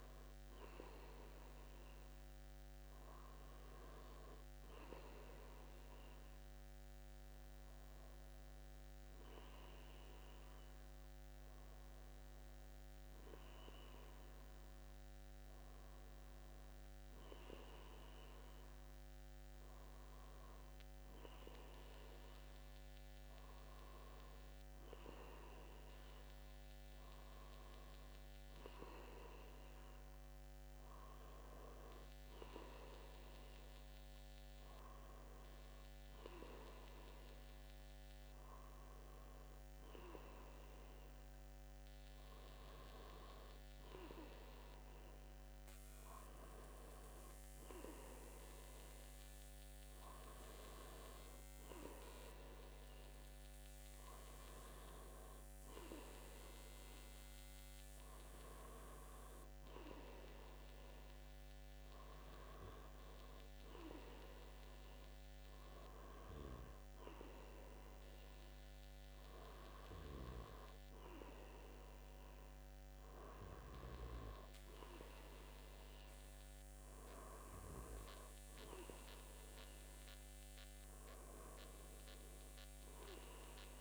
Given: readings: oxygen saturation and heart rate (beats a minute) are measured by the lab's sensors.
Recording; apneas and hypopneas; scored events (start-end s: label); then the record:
breathing in sleep by a microphone on the trachea; none
none scored
From the record:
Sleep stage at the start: N2 (light sleep); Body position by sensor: on the back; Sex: male